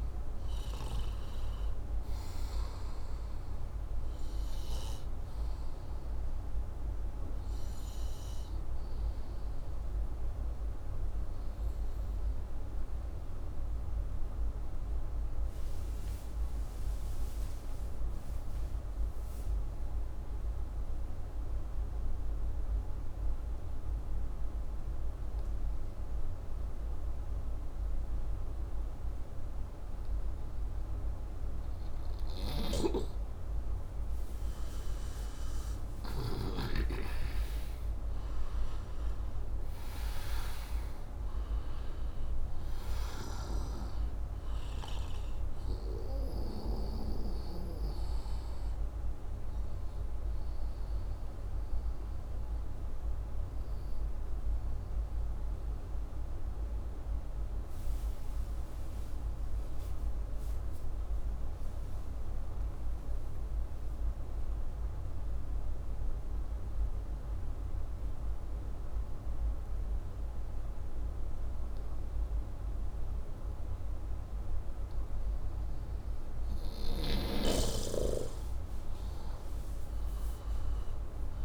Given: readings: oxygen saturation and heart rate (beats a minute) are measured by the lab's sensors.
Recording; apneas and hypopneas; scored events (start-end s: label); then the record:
breathing in sleep by a room microphone; 2
0.00-7.50 s: oxygen desaturation (device-marked, oxygen 92% lowest, heart rate 71 extreme)
8.00-10.50 s: arousal
14.50-31.50 s: obstructive apnea (oxygen 96% before, 86% lowest, heart rate 88 before, 67 extreme)
34.00-38.50 s: arousal
35.50-64.50 s: oxygen desaturation (device-marked, oxygen 98% before, 86% lowest, heart rate 107 before, 67 extreme)
56.50-75.50 s: obstructive apnea (oxygen 98% before, 86% lowest, heart rate 120 before, 63 extreme, up 41 after)
78.00-81.45 s: arousal
From the record:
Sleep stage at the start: N2 (light sleep); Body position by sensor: upright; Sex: male